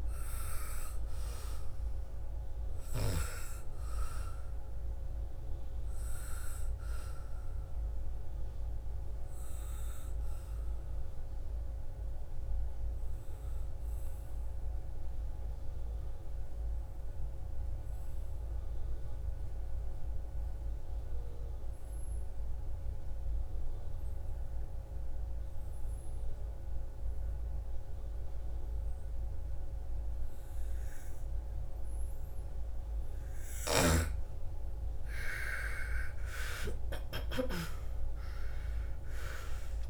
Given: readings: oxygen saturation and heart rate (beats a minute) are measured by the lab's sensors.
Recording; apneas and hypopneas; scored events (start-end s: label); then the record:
breathing in sleep by a room microphone; 1
0.00-15.00 s: oxygen desaturation (device-marked, oxygen 87% lowest, heart rate 53 extreme)
7.50-32.00 s: obstructive apnea (oxygen 99% before, 82% lowest, heart rate 63 before, 53 extreme, up 17 after)
28.00-39.90 s: oxygen desaturation (device-marked, oxygen 98% before, 82% lowest, heart rate 60 before, 56 extreme)
35.50-39.90 s: arousal
From the record:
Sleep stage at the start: N2 (light sleep); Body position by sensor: on the back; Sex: female